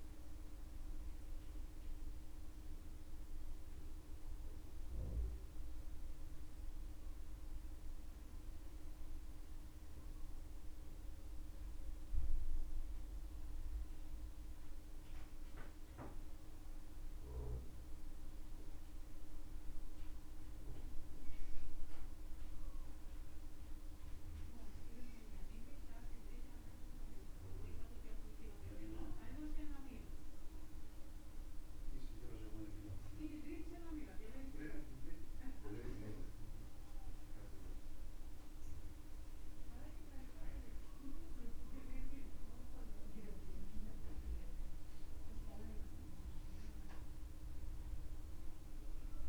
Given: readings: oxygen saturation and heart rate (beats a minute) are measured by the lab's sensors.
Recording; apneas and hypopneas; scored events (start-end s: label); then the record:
breathing in sleep by a room microphone; 1
10.50-25.50 s: hypopnea (oxygen 96% before, 93% lowest, heart rate 71 before, 67 extreme, up 5 after)
27.50-32.00 s: arousal
From the record:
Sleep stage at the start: REM sleep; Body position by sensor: on the back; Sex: male